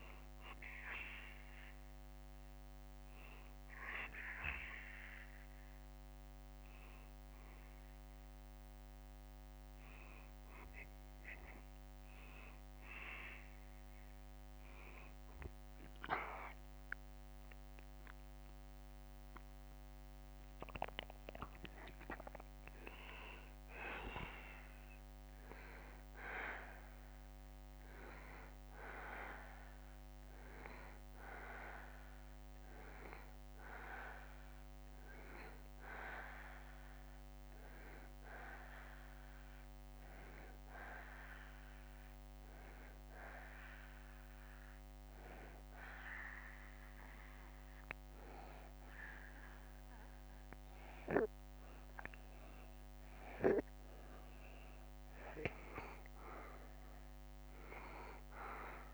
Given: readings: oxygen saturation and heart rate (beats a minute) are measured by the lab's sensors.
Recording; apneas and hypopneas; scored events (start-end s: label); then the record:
breathing in sleep by a microphone on the trachea; 1
0.00-7.00 s: drop in pulse transit time (device-marked, heart rate 73 extreme)
0.00-21.00 s: oxygen desaturation (device-marked, oxygen 90% lowest, heart rate 71 extreme)
21.00-27.00 s: arousal
35.00-54.00 s: obstructive apnea (oxygen 95% before, 90% lowest, heart rate 75 before, 71 extreme, up 0 after)
57.00-58.94 s: arousal
From the record:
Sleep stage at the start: N2 (light sleep); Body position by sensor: on the back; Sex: male